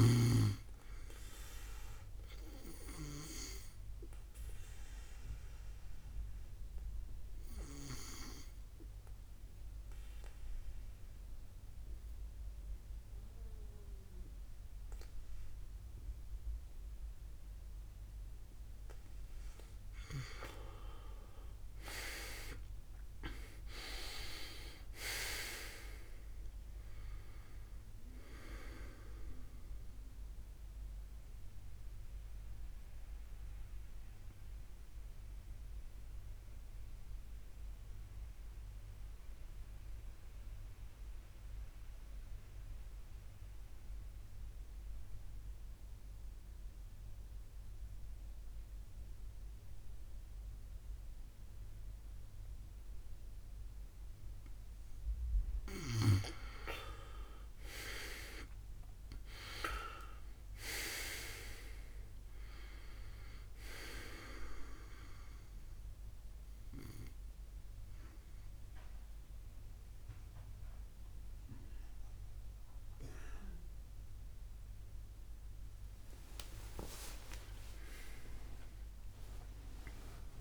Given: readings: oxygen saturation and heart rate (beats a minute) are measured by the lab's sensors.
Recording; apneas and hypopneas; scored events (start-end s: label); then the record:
breathing in sleep by a room microphone; 3
0.00-6.50 s: oxygen desaturation (device-marked, oxygen 92% lowest, heart rate 66 extreme)
2.50-18.00 s: obstructive apnea (oxygen 98% before, 92% lowest, heart rate 69 before, 65 extreme, up 13 after)
19.50-36.50 s: oxygen desaturation (device-marked, oxygen 97% before, 93% lowest, heart rate 68 before, 65 extreme)
20.00-24.50 s: arousal
30.50-55.00 s: mixed apnea (oxygen 97% before, 88% lowest, heart rate 71 before, 65 extreme, up 9 after)
57.50-61.00 s: arousal
65.50-75.50 s: central apnea (oxygen 99% before, 88% lowest, heart rate 72 before, 65 extreme, up 20 after)
71.50-80.41 s: oxygen desaturation (device-marked, oxygen 96% before, 88% lowest, heart rate 72 before, 69 extreme)
77.50-80.41 s: arousal
From the record:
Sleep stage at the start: N2 (light sleep); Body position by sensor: on the back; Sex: male